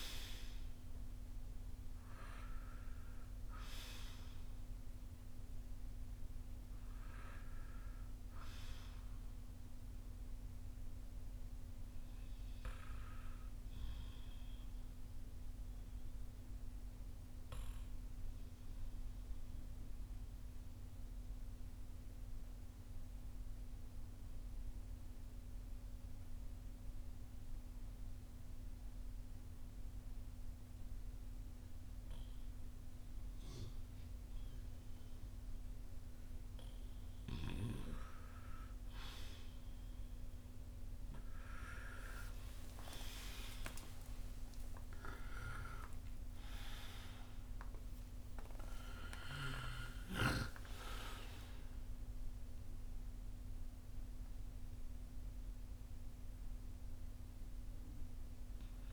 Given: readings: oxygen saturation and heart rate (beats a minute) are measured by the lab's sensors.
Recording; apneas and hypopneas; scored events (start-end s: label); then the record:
breathing in sleep by a room microphone; 1
0.00-26.50 s: oxygen desaturation (device-marked, oxygen 91% lowest, heart rate 31 extreme)
15.50-38.00 s: obstructive apnea (oxygen 97% before, 91% lowest, heart rate 51 before, 31 extreme, up 9 after)
42.00-47.50 s: arousal
45.50-58.93 s: oxygen desaturation (device-marked, oxygen 97% before, 93% lowest, heart rate 41 before, 37 extreme)
From the record:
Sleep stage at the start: N2 (light sleep); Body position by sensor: on the front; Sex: male